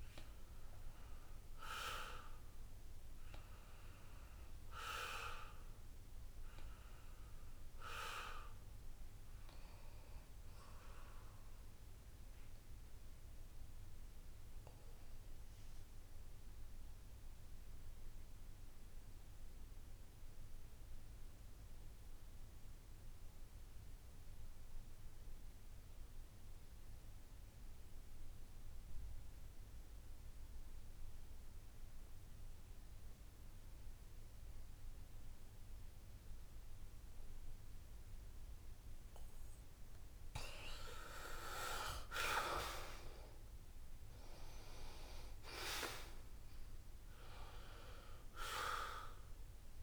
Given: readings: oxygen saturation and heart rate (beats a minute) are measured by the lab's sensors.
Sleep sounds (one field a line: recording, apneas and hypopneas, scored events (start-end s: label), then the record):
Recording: breathing in sleep by a room microphone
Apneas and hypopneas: 1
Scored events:
0.00-22.50 s: oxygen desaturation (device-marked, oxygen 87% lowest, heart rate 68 extreme)
13.50-39.00 s: obstructive apnea (oxygen 95% before, 80% lowest, heart rate 78 before, 64 extreme, up 9 after)
31.50-49.83 s: oxygen desaturation (device-marked, oxygen 94% before, 80% lowest, heart rate 70 before, 64 extreme)
37.00-39.00 s: long interval between heartbeats (device-marked, heart rate 70 before, 69 extreme)
42.50-46.00 s: arousal
From the record:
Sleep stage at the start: N2 (light sleep)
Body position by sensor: on the back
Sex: male